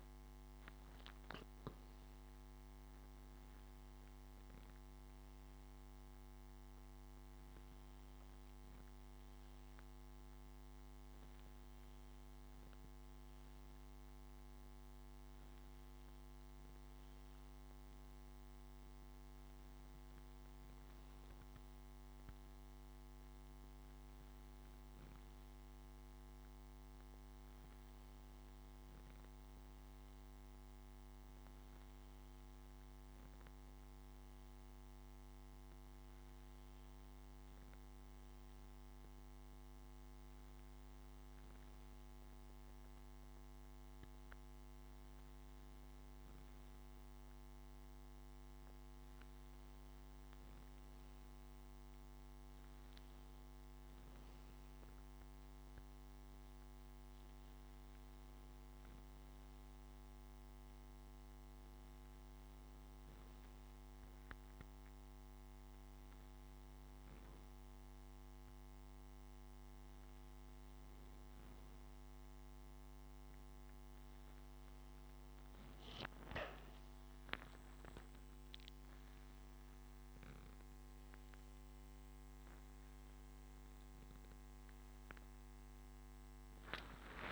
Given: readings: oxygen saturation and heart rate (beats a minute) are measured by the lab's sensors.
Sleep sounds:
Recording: breathing in sleep, hard to hear, by a microphone on the trachea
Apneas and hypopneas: none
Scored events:
none scored
From the record:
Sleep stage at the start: N2 (light sleep)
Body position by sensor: on the back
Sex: male

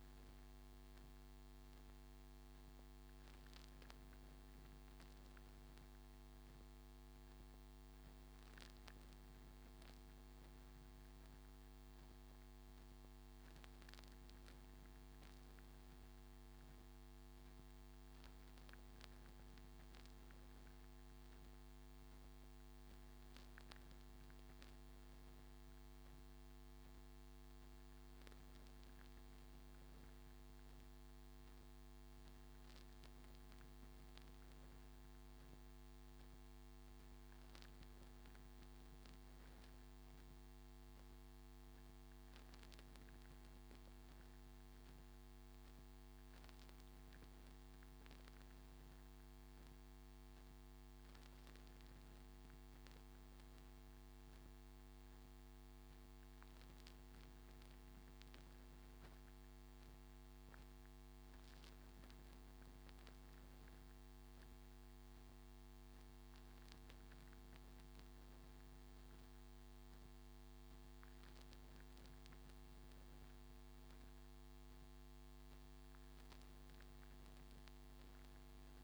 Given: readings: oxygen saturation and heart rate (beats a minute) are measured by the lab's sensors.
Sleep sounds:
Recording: breathing in sleep, hard to hear, by a microphone on the trachea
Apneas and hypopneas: none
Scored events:
none scored
From the record:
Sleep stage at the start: N3 (deep sleep)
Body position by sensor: on the front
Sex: male

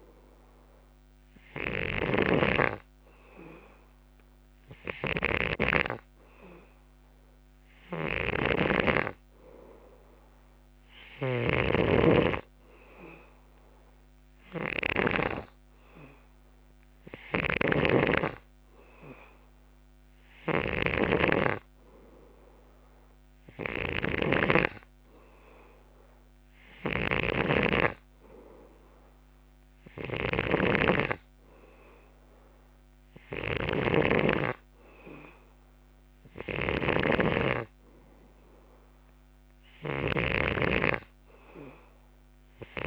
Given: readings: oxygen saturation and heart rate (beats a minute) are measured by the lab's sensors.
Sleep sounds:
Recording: breathing in sleep by a microphone on the trachea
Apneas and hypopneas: none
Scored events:
0.00-15.00 s: snoring (device-marked)
17.00-40.50 s: snoring (device-marked)
From the record:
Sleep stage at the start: N2 (light sleep)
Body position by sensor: on the left side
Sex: male

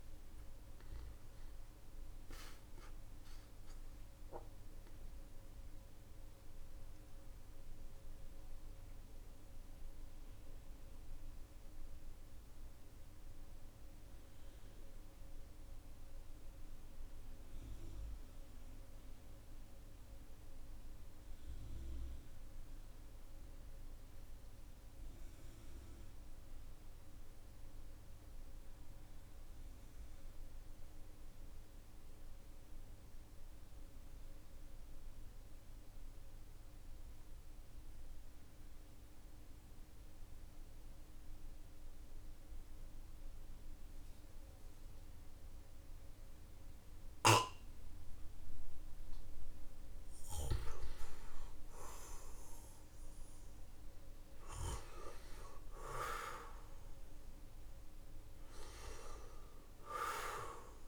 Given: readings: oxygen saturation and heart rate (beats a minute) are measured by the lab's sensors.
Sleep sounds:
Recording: breathing in sleep by a room microphone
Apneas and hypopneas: 1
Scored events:
0.00-14.50 s: oxygen desaturation (device-marked, oxygen 92% lowest, heart rate 46 extreme)
22.00-49.00 s: mixed apnea (oxygen 98% before, 90% lowest, heart rate 52 before, 46 extreme, up 3 after)
51.00-55.00 s: arousal
From the record:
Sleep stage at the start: N2 (light sleep)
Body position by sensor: on the back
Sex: male

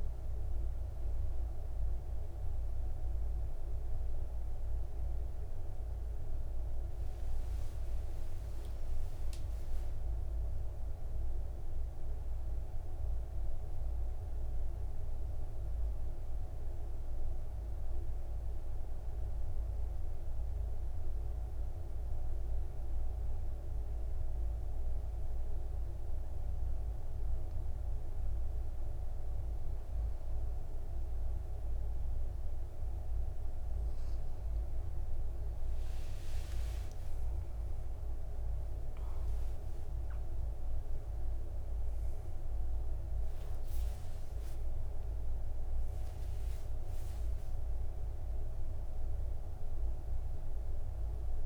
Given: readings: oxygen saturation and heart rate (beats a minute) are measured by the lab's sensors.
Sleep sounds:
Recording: breathing in sleep, hard to hear, by a room microphone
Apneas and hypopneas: none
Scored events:
0.00-11.00 s: oxygen desaturation (device-marked, oxygen 92% lowest, heart rate 56 extreme)
19.00-51.46 s: new sleep stage, N2 (light sleep)
36.50-42.00 s: arousal
39.00-51.00 s: oxygen desaturation (device-marked, oxygen 98% before, 94% lowest, heart rate 62 before, 55 extreme)
From the record:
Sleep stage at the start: N1 (lightest sleep)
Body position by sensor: on the back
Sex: male

